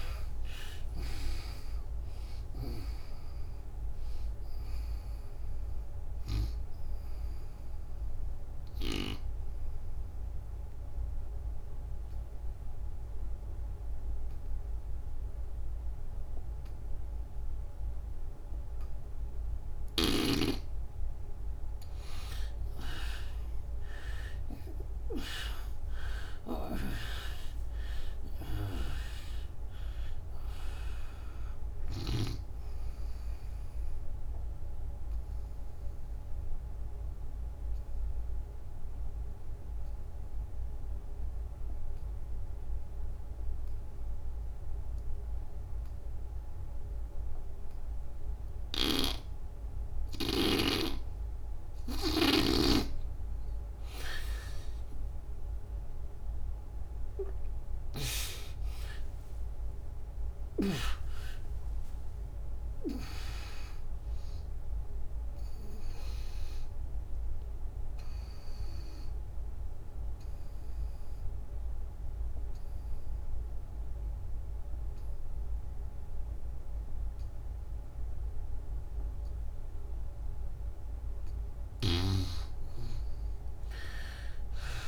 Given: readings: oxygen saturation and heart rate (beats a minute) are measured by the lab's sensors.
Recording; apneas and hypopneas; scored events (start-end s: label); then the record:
breathing in sleep by a room microphone; 3
0.00-20.00 s: oxygen desaturation (device-marked, oxygen 75% lowest, heart rate 66 extreme)
7.00-21.50 s: obstructive apnea (oxygen 98% before, 75% lowest, heart rate 94 before, 65 extreme, up 25 after)
22.00-40.00 s: oxygen desaturation (device-marked, oxygen 99% before, 81% lowest, heart rate 89 before, 64 extreme)
23.50-27.50 s: arousal
34.00-49.00 s: obstructive apnea (oxygen 99% before, 76% lowest, heart rate 77 before, 64 extreme, up 9 after)
48.50-52.00 s: snoring (device-marked)
53.00-79.00 s: oxygen desaturation (device-marked, oxygen 97% before, 76% lowest, heart rate 71 before, 68 extreme)
55.50-60.50 s: arousal
66.50-80.50 s: obstructive apnea (oxygen 97% before, 77% lowest, heart rate 79 before, 68 extreme, up 16 after)
81.00-84.88 s: oxygen desaturation (device-marked, oxygen 98% before, 81% lowest, heart rate 85 before, 68 extreme)
From the record:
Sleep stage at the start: N2 (light sleep); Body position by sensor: on the back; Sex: female